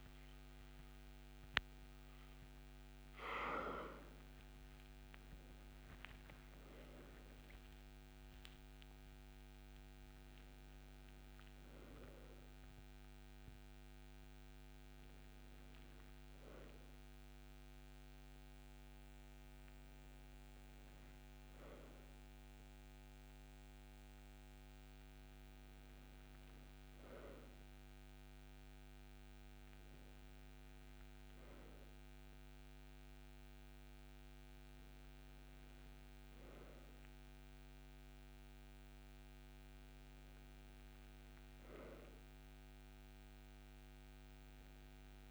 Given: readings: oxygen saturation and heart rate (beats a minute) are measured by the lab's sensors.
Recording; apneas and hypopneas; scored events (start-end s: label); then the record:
breathing in sleep, hard to hear, by a microphone on the trachea; none
none scored
From the record:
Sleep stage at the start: N2 (light sleep); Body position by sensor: on the right side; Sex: male